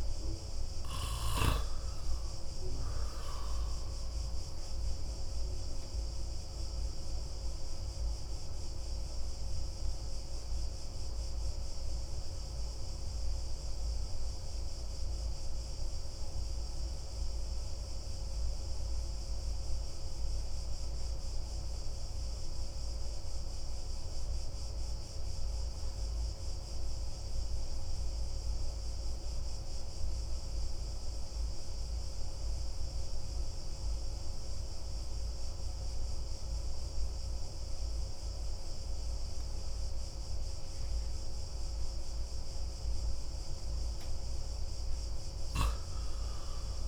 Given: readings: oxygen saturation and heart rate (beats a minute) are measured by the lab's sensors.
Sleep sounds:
breathing in sleep, hard to hear, by a room microphone; 1
0.00-31.00 s: oxygen desaturation (device-marked, oxygen 89% lowest)
6.00-41.50 s: obstructive apnea (oxygen 97% before, 89% lowest)
45.00-46.88 s: arousal
45.00-46.88 s: oxygen desaturation (device-marked, oxygen 96% before, 89% lowest)
From the record:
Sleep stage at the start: N2 (light sleep); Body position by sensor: on the back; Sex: male

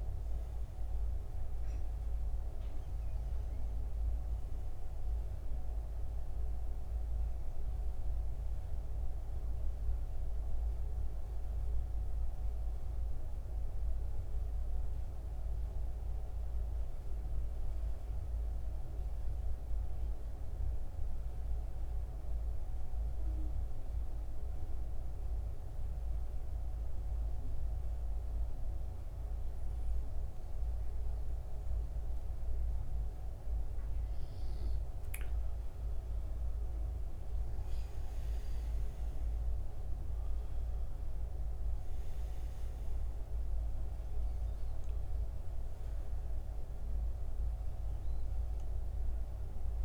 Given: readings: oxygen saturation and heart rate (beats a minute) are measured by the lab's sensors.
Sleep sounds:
breathing in sleep, hard to hear, by a room microphone; 1
0.00-26.00 s: oxygen desaturation (device-marked, oxygen 88% lowest, heart rate 65 extreme)
16.50-33.00 s: mixed apnea (oxygen 91% before, 88% lowest, heart rate 76 before, 65 extreme, up 13 after)
34.50-39.50 s: arousal
43.00-49.84 s: oxygen desaturation (device-marked, oxygen 94% before, 88% lowest, heart rate 70 before, 66 extreme)
From the record:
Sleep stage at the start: N2 (light sleep); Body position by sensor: on the back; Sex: male

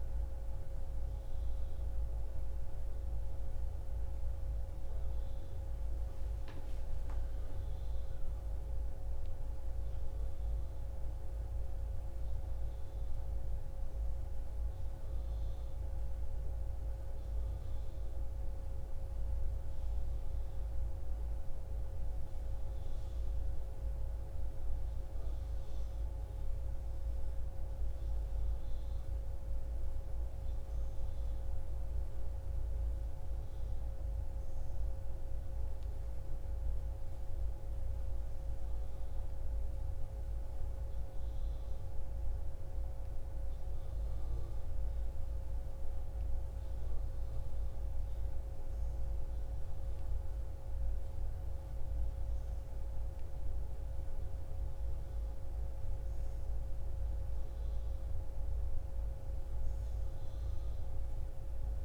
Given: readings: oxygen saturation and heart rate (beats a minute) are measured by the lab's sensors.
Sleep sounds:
a person awake in a sleep study, hard to hear, by a room microphone; none
none scored
From the record:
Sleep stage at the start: awake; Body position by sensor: on the back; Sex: female

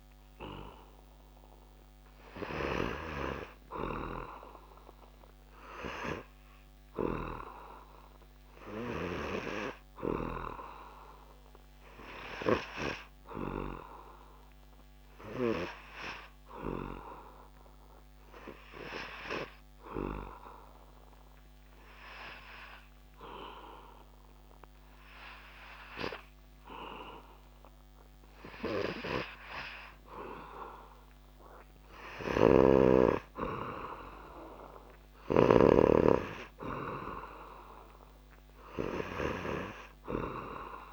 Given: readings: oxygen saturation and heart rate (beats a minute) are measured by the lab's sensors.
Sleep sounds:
breathing in sleep by a microphone on the trachea; 1
17.50-32.00 s: obstructive apnea (oxygen 98% before, 94% lowest)
31.50-35.00 s: snoring (device-marked)
35.00-38.50 s: arousal
From the record:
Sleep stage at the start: N3 (deep sleep); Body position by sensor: on the back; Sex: male

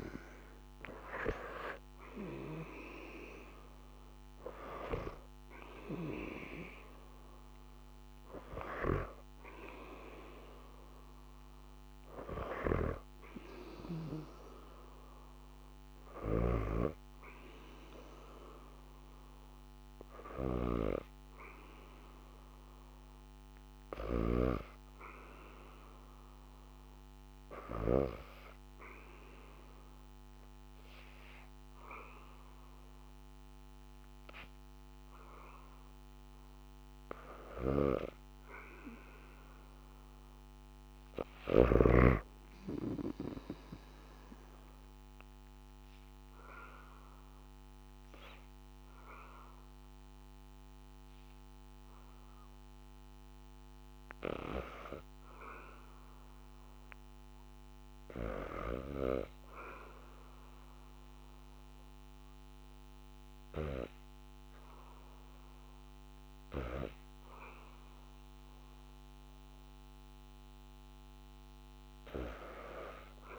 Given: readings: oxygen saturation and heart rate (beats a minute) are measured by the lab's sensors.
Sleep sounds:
breathing in sleep by a microphone on the trachea; 2
0.00-3.00 s: arousal
5.00-19.00 s: oxygen desaturation (device-marked, oxygen 94% before, 91% lowest, heart rate 77 before, 77 extreme)
12.00-16.00 s: snoring (device-marked)
20.00-23.50 s: arousal
23.50-27.50 s: snoring (device-marked)
27.50-37.50 s: obstructive apnea (oxygen 99% before, 89% lowest, heart rate 83 before, 73 extreme, up 2 after)
37.00-41.50 s: snoring (device-marked)
39.00-41.00 s: arousal
43.00-54.00 s: obstructive apnea (oxygen 99% before, 89% lowest, heart rate 79 before, 72 extreme)
53.00-66.00 s: oxygen desaturation (device-marked, oxygen 98% before, 94% lowest, heart rate 79 before, 72 extreme)
56.00-59.00 s: arousal
From the record:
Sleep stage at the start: N2 (light sleep); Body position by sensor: on the back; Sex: female

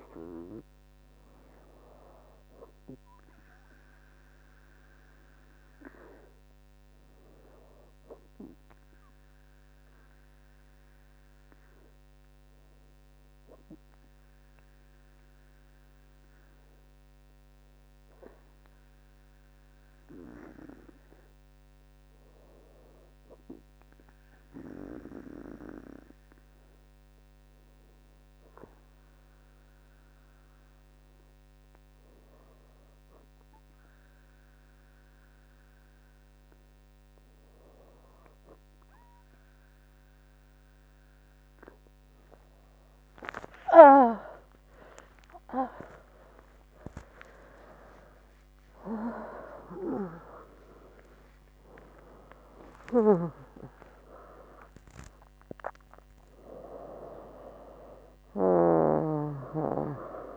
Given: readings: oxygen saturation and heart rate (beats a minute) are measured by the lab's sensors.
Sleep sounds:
breathing in sleep by a microphone on the trachea; 1
16.50-32.50 s: hypopnea (oxygen 98% before, 95% lowest, heart rate 66 before, 62 extreme, up 0 after)
43.00-50.50 s: arousal
From the record:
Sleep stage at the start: N2 (light sleep); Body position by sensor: on the back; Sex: female

